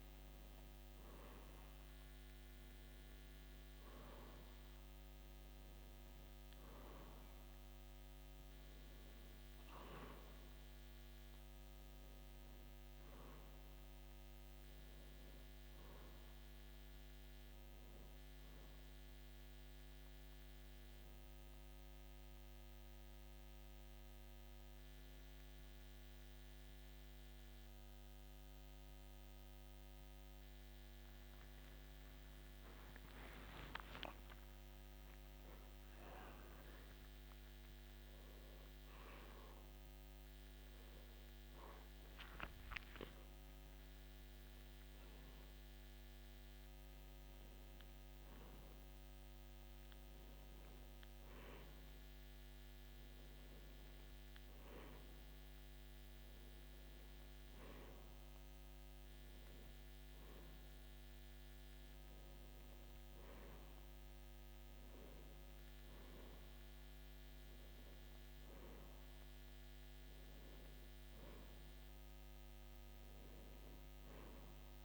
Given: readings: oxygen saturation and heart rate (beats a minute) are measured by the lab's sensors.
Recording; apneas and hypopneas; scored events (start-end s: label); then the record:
breathing in sleep, hard to hear, by a microphone on the trachea; 1
14.00-33.00 s: oxygen desaturation (device-marked, oxygen 94% before, 91% lowest, heart rate 56 before, 54 extreme)
21.50-32.50 s: obstructive apnea (oxygen 95% before, 91% lowest, heart rate 56 before, 54 extreme, up 19 after)
33.00-36.50 s: arousal
64.00-66.00 s: oxygen desaturation (device-marked, oxygen 94% before, 93% lowest, heart rate 54 before, 55 extreme)
From the record:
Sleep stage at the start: REM sleep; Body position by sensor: on the back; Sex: male